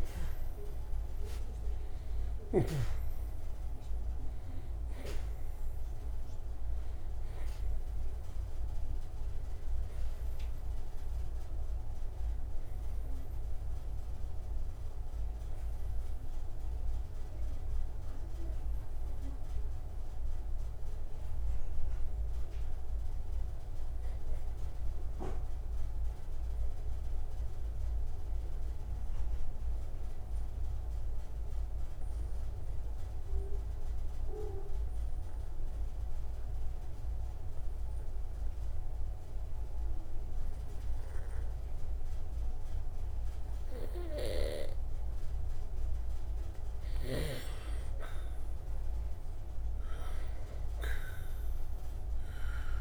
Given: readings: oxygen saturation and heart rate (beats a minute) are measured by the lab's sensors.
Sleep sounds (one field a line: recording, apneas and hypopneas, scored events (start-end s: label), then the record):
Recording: breathing in sleep by a room microphone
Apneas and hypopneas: 1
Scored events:
0.00-4.00 s: arousal
7.50-42.50 s: oxygen desaturation (device-marked, oxygen 97% before, 89% lowest)
26.50-44.50 s: obstructive apnea (oxygen 97% before, 86% lowest)
47.50-51.50 s: arousal
From the record:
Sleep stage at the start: N2 (light sleep)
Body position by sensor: on the right side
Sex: male